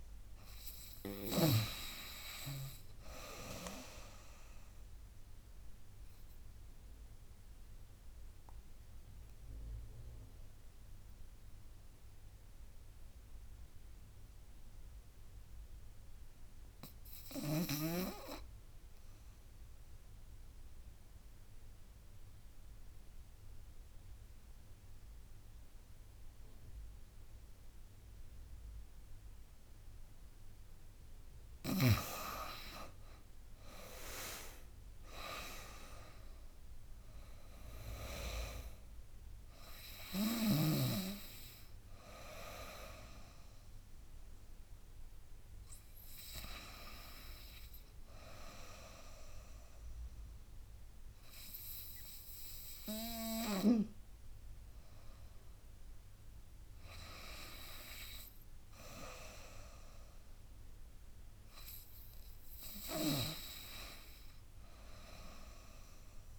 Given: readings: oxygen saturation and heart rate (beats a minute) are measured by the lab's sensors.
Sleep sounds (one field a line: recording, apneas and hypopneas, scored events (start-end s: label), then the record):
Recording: breathing in sleep by a room microphone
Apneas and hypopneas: 1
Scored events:
0.00-1.50 s: snoring (device-marked)
1.00-17.00 s: oxygen desaturation (device-marked, oxygen 97% before, 93% lowest, heart rate 83 before, 77 extreme)
6.00-31.00 s: obstructive apnea (oxygen 97% before, 88% lowest, heart rate 83 before, 77 extreme, up 15 after)
19.00-37.00 s: oxygen desaturation (device-marked, oxygen 98% before, 93% lowest, heart rate 82 before, 77 extreme)
24.00-28.00 s: drop in pulse transit time (device-marked, heart rate 80 before, 77 extreme)
32.00-46.00 s: drop in pulse transit time (device-marked, heart rate 79 before, 80 extreme)
33.00-37.00 s: arousal
39.00-56.00 s: oxygen desaturation (device-marked, oxygen 94% before, 88% lowest, heart rate 82 before, 78 extreme)
62.50-66.39 s: snoring (device-marked)
From the record:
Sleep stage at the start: N2 (light sleep)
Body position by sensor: on the back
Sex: female